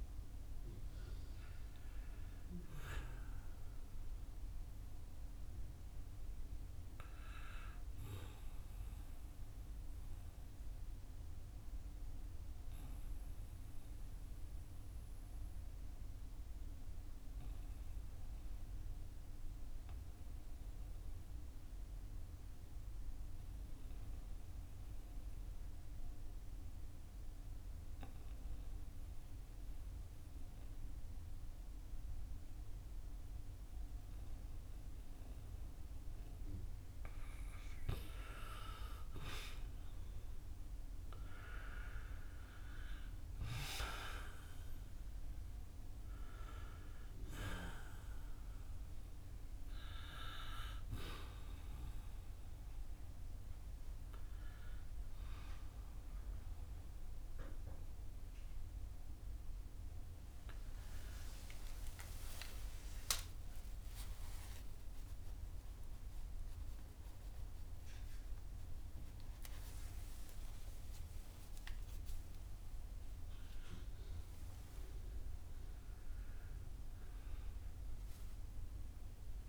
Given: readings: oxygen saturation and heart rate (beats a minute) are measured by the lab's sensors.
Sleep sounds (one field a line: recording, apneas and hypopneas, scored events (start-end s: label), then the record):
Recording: breathing in sleep by a room microphone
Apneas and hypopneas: 1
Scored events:
2.00-21.00 s: oxygen desaturation (device-marked, oxygen 94% before, 90% lowest, heart rate 60 before, 48 extreme)
4.50-37.00 s: obstructive apnea (oxygen 97% before, 86% lowest, heart rate 60 before, 48 extreme, up 10 after)
38.00-41.00 s: arousal
38.00-79.49 s: new sleep stage, N1 (lightest sleep)
41.00-47.00 s: oxygen desaturation (device-marked, oxygen 96% before, 92% lowest, heart rate 53 before, 49 extreme)
63.00-69.00 s: arousal
70.00-79.49 s: oxygen desaturation (device-marked, oxygen 91% before, 86% lowest, heart rate 62 before, 49 extreme)
From the record:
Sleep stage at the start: N2 (light sleep)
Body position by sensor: on the back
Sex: male